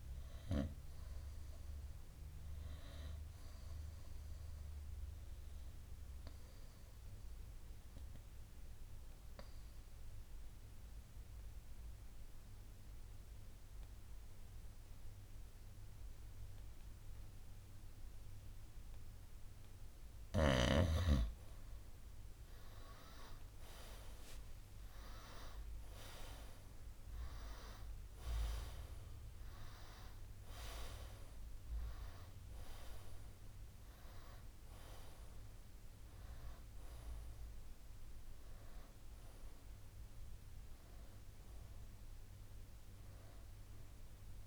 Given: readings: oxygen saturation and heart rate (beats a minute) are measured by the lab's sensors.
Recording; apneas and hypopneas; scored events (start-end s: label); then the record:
breathing in sleep by a room microphone; 1
0.00-17.00 s: oxygen desaturation (device-marked, oxygen 91% lowest, heart rate 61 extreme)
4.00-20.00 s: obstructive apnea (oxygen 98% before, 88% lowest, heart rate 67 before, 61 extreme, up 8 after)
6.00-44.47 s: new sleep stage, N2 (light sleep)
22.00-27.00 s: arousal
43.00-44.47 s: oxygen desaturation (device-marked, oxygen 92% before, 88% lowest, heart rate 68 before, 57 extreme)
From the record:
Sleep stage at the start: N1 (lightest sleep); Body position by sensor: on the right side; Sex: male